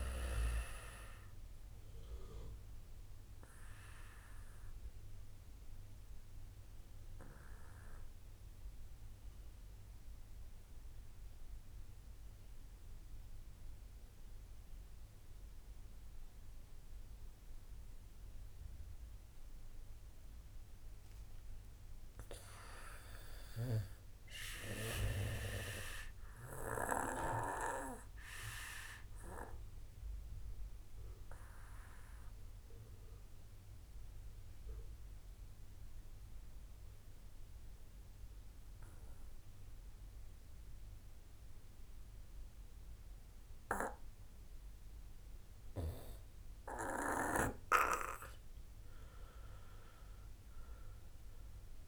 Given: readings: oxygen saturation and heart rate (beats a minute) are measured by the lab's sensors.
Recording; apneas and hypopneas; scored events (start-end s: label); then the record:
breathing in sleep by a room microphone; 2
0.00-18.50 s: oxygen desaturation (device-marked, oxygen 88% lowest, heart rate 50 extreme)
4.00-20.50 s: obstructive apnea (oxygen 99% before, 85% lowest, heart rate 64 before, 53 extreme, up 3 after)
22.50-25.50 s: arousal
24.50-46.50 s: oxygen desaturation (device-marked, oxygen 97% before, 90% lowest)
29.00-46.50 s: obstructive apnea (oxygen 97% before, 85% lowest)
48.50-51.88 s: oxygen desaturation (device-marked, oxygen 94% before, 85% lowest)
From the record:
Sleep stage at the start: N2 (light sleep); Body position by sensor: on the back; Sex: male